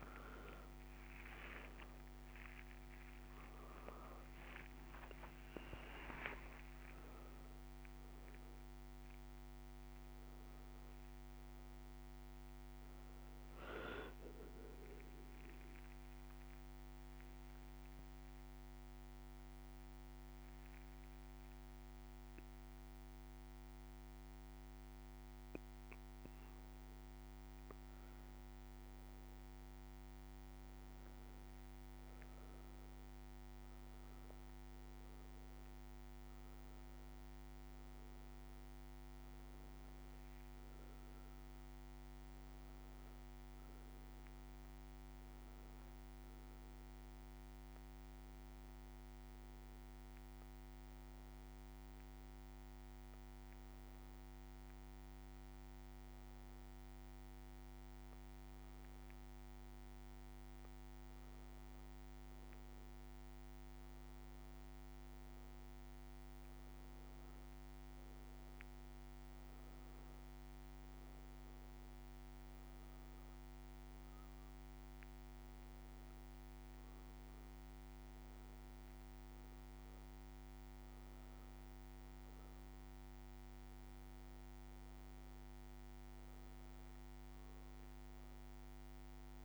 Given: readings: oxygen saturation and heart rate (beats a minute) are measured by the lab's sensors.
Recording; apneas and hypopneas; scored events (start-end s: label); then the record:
breathing in sleep, hard to hear, by a microphone on the trachea; none
15.50-26.50 s: oxygen desaturation (device-marked, oxygen 94% before, 90% lowest, heart rate 121 before, 59 extreme)
15.50-89.45 s: new sleep stage, N2 (light sleep)
72.50-86.50 s: oxygen desaturation (device-marked, oxygen 94% before, 91% lowest, heart rate 69 before, 71 extreme)
From the record:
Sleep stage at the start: N1 (lightest sleep); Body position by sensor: on the back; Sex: female